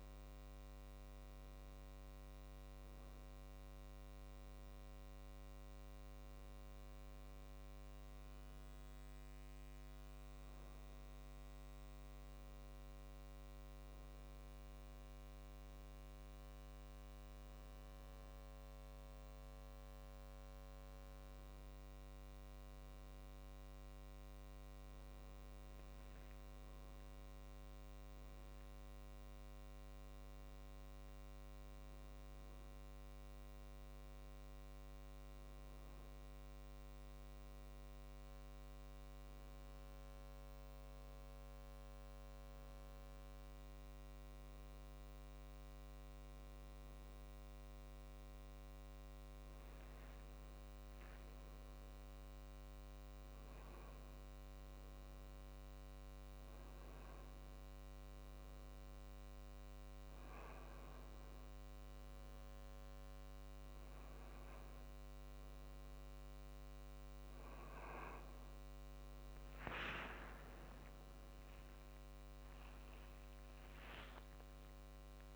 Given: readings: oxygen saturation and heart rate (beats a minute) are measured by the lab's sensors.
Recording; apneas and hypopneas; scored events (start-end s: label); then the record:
a person awake in a sleep study, hard to hear, by a microphone on the trachea; none
51.50-53.50 s: long interval between heartbeats (device-marked, heart rate 54 before, 63 extreme)
57.50-66.50 s: drop in pulse transit time (device-marked, heart rate 65 before, 55 extreme)
70.50-73.50 s: tachycardia (device-marked, heart rate 57 before, 100 extreme)
71.00-73.00 s: long interval between heartbeats (device-marked, heart rate 71 before, 100 extreme)
From the record:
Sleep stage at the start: awake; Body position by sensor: on the right side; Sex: male